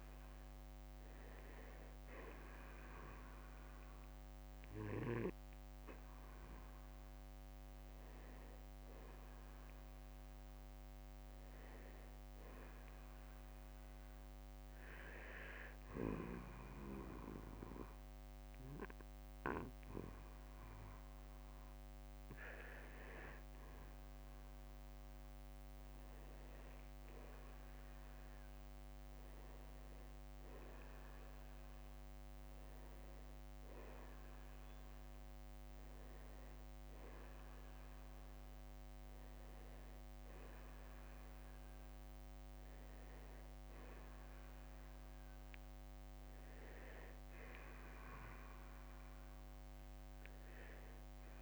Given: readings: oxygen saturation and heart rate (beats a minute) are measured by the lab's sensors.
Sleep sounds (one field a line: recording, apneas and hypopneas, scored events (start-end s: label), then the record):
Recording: breathing in sleep by a microphone on the trachea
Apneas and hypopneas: 1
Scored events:
0.00-15.50 s: oxygen desaturation (device-marked, oxygen 90% lowest, heart rate 50 extreme)
7.00-10.50 s: arousal
11.50-13.50 s: long interval between heartbeats (device-marked, heart rate 59 before, 60 extreme)
14.00-24.00 s: obstructive apnea (oxygen 93% before, 90% lowest, heart rate 59 before, 50 extreme, up 5 after)
24.00-26.00 s: long interval between heartbeats (device-marked, heart rate 58 before, 59 extreme)
30.50-34.00 s: arousal
From the record:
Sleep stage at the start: N2 (light sleep)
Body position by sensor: on the back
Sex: male